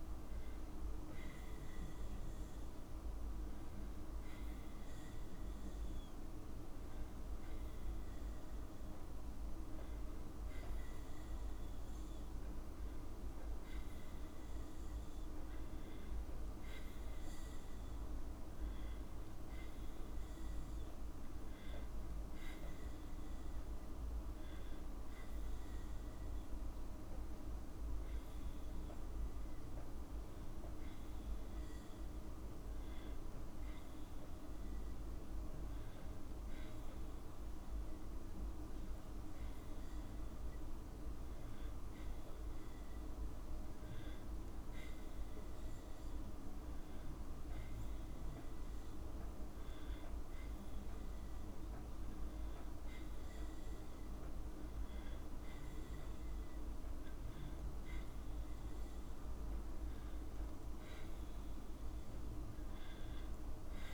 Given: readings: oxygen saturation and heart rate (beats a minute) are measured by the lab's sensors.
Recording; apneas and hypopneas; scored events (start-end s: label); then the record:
a person awake in a sleep study, hard to hear, by a room microphone; none
none scored
From the record:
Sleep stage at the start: awake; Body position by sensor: on the back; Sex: female